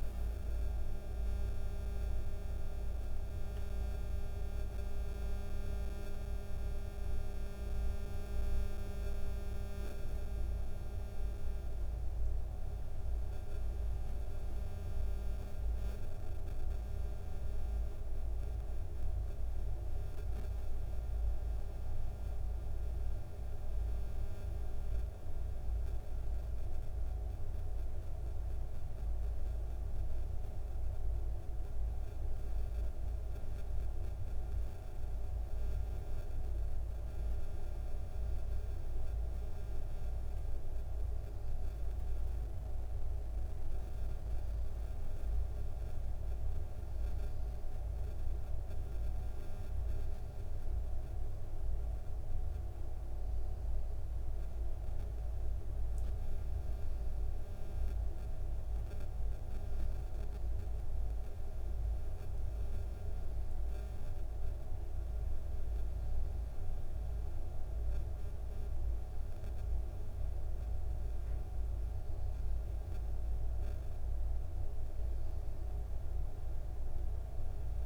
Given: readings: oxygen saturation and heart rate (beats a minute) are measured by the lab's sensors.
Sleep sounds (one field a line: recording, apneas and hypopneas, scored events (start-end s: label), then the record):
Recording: breathing in sleep, hard to hear, by a room microphone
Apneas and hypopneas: none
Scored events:
none scored
From the record:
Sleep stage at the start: N2 (light sleep)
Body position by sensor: on the back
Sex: male